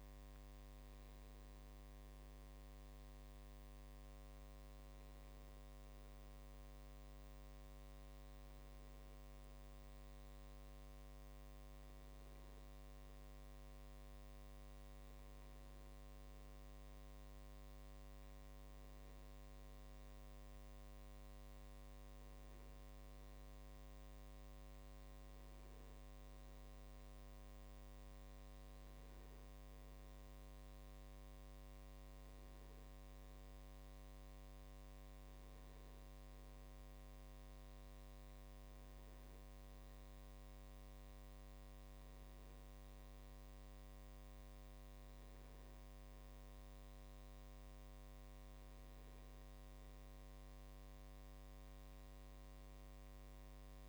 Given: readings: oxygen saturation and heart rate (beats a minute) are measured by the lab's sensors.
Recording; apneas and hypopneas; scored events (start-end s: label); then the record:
a person awake in a sleep study, hard to hear, by a microphone on the trachea; none
none scored
From the record:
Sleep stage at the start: awake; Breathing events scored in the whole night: 298 in 4.2 hours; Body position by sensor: on the back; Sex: male